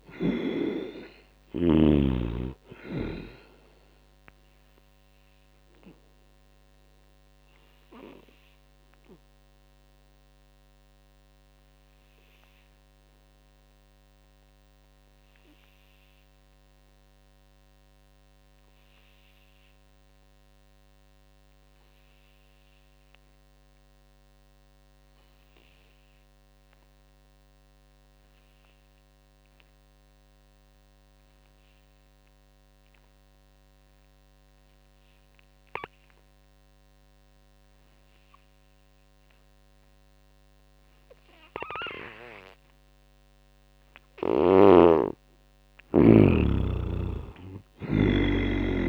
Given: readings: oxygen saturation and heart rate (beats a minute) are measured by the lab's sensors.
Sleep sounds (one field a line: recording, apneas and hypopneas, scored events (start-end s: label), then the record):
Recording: breathing in sleep by a microphone on the trachea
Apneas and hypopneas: 1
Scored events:
0.00-17.50 s: oxygen desaturation (device-marked, oxygen 70% lowest, heart rate 56 extreme)
4.50-44.50 s: obstructive apnea (oxygen 98% before, 68% lowest, heart rate 70 before, 56 extreme, up 21 after)
26.50-48.89 s: oxygen desaturation (device-marked, oxygen 99% before, 68% lowest, heart rate 78 before, 56 extreme)
46.00-48.89 s: arousal
From the record:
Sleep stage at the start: N2 (light sleep)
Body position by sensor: on the back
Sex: male